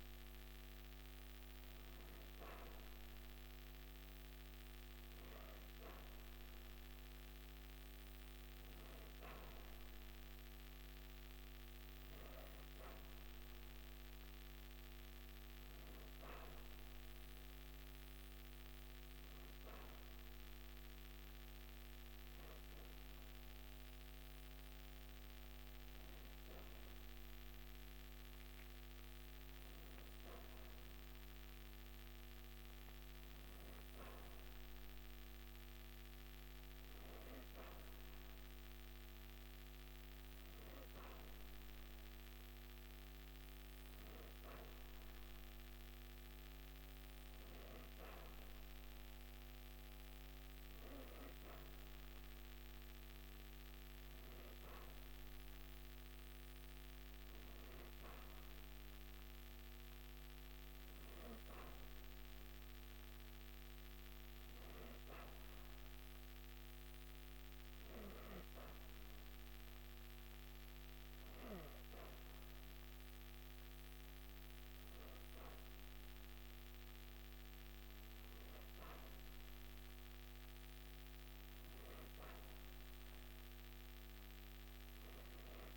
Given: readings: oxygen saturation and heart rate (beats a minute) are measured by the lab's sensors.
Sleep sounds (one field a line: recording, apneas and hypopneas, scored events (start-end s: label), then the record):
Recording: breathing in sleep, hard to hear, by a microphone on the trachea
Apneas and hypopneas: none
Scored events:
none scored
From the record:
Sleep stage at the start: N2 (light sleep)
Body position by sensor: on the back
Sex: female